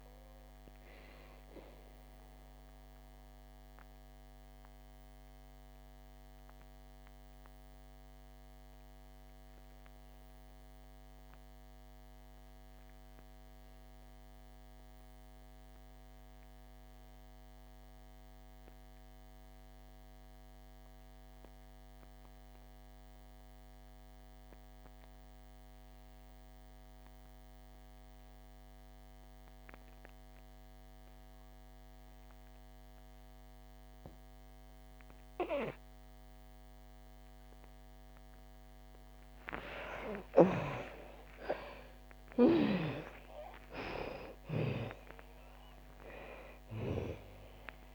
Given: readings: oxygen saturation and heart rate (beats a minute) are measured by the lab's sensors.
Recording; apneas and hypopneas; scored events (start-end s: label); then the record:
breathing in sleep by a microphone on the trachea; 1
0.00-19.50 s: oxygen desaturation (device-marked, oxygen 67% lowest, heart rate 53 extreme)
2.00-38.50 s: obstructive apnea (oxygen 98% before, 63% lowest, heart rate 80 before, 53 extreme, up 17 after)
28.50-47.95 s: oxygen desaturation (device-marked, oxygen 91% before, 63% lowest, heart rate 66 before, 53 extreme)
40.00-45.00 s: arousal
From the record:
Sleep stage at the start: REM sleep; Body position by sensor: on the back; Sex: female